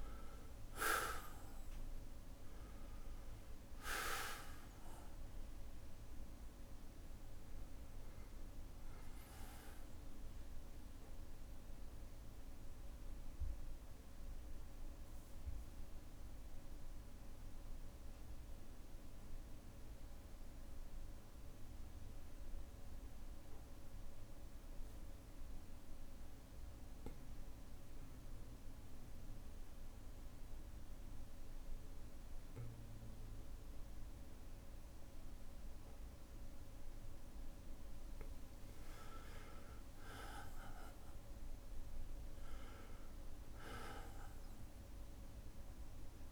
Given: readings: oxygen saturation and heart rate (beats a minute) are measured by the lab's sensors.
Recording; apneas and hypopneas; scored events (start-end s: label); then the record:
breathing in sleep by a room microphone; 1
0.00-25.50 s: oxygen desaturation (device-marked, oxygen 92% lowest, heart rate 55 extreme)
9.50-33.50 s: bradycardia (device-marked, heart rate 59 before, 55 extreme)
10.50-35.50 s: obstructive apnea (oxygen 99% before, 92% lowest, heart rate 65 before, 55 extreme, up 6 after)
38.50-42.50 s: arousal
40.50-46.32 s: oxygen desaturation (device-marked, oxygen 99% before, 95% lowest, heart rate 58 before, 55 extreme)
From the record:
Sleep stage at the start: N2 (light sleep); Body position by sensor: on the back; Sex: male